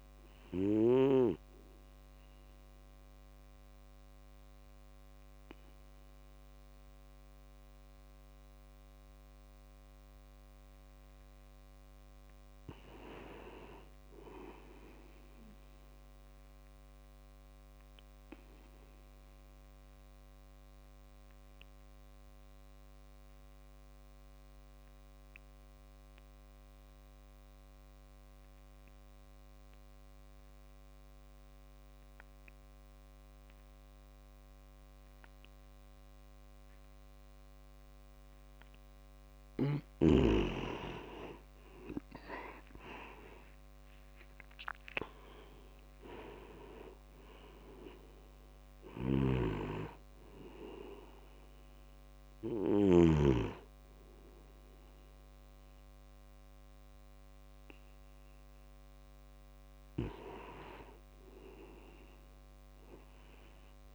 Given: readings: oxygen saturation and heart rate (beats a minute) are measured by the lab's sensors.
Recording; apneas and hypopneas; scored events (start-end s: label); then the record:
breathing in sleep by a microphone on the trachea; 2
0.00-14.50 s: oxygen desaturation (device-marked, oxygen 89% lowest)
0.50-11.00 s: obstructive apnea (oxygen 97% before, 88% lowest)
13.00-16.00 s: arousal
18.50-38.50 s: obstructive apnea (oxygen 98% before, 88% lowest)
39.50-63.95 s: oxygen desaturation (device-marked, oxygen 96% before, 88% lowest)
41.50-46.00 s: arousal
49.00-53.00 s: snoring (device-marked)
From the record:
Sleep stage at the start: N2 (light sleep); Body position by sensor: on the back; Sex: male